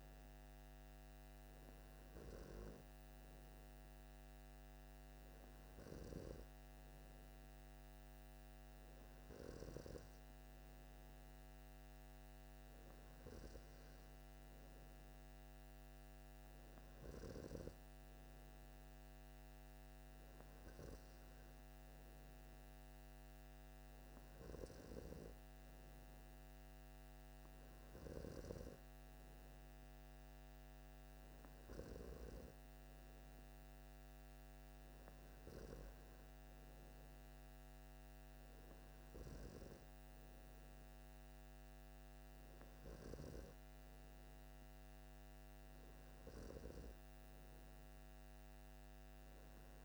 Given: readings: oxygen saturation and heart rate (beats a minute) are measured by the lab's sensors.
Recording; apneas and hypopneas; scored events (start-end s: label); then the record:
breathing in sleep by a microphone on the trachea; none
none scored
From the record:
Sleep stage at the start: N3 (deep sleep); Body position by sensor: on the left side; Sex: male